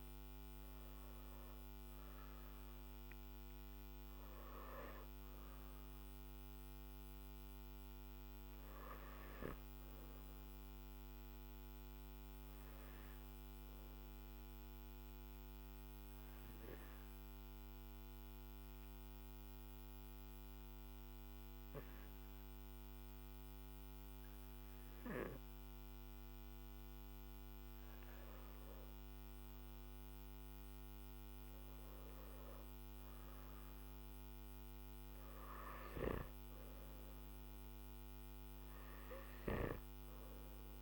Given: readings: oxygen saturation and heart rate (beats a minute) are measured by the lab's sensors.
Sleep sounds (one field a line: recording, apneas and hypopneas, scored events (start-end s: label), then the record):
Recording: breathing in sleep, hard to hear, by a microphone on the trachea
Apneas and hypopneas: 1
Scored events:
0.00-20.50 s: oxygen desaturation (device-marked, oxygen 91% lowest, heart rate 49 extreme)
12.50-29.00 s: obstructive apnea (oxygen 97% before, 92% lowest, heart rate 54 before, 51 extreme, up 1 after)
35.50-40.82 s: oxygen desaturation (device-marked, oxygen 98% before, 94% lowest, heart rate 55 before, 52 extreme)
From the record:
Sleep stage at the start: N3 (deep sleep)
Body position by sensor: on the back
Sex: male